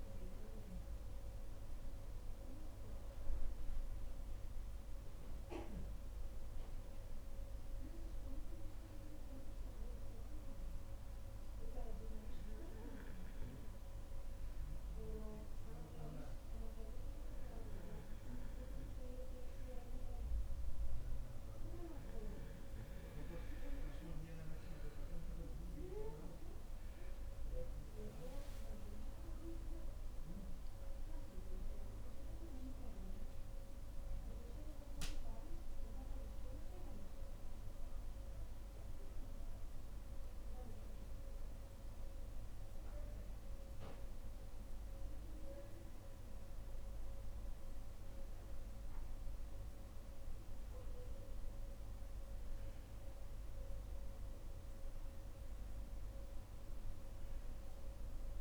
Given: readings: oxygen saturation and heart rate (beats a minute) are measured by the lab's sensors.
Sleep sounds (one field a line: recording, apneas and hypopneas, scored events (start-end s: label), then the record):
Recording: breathing in sleep by a room microphone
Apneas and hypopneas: 1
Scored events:
9.00-23.50 s: obstructive apnea (oxygen 93% before, 89% lowest, heart rate 63 before, 55 extreme, up 11 after)
26.00-29.00 s: arousal
29.00-47.00 s: oxygen desaturation (device-marked, oxygen 96% before, 89% lowest, heart rate 61 before, 55 extreme)
From the record:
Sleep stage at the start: N2 (light sleep)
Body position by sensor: on the back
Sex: female